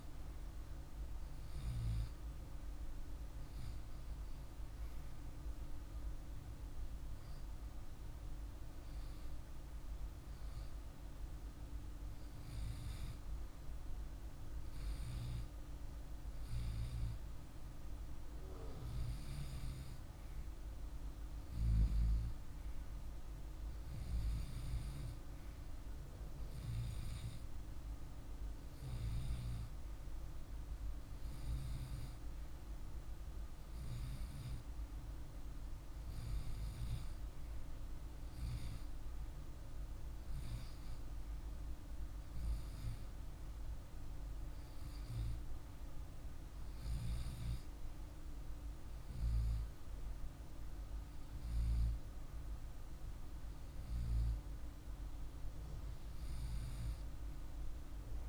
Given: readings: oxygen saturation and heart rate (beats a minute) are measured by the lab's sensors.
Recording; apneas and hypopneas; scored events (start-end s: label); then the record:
breathing in sleep, hard to hear, by a room microphone; none
47.00-50.50 s: arousal
From the record:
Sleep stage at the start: REM sleep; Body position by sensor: on the left side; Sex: male